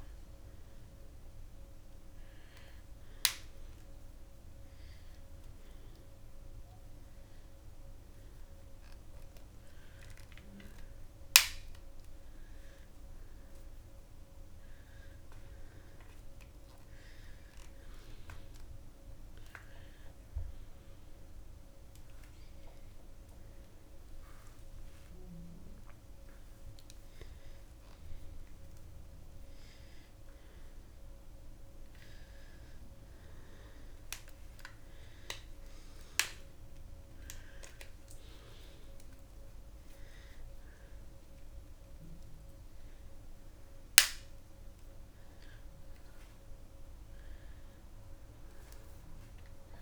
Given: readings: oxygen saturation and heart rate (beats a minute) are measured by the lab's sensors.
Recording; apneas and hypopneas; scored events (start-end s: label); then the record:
a person awake in a sleep study, by a room microphone; none
none scored
From the record:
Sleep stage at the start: awake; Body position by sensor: on the back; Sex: female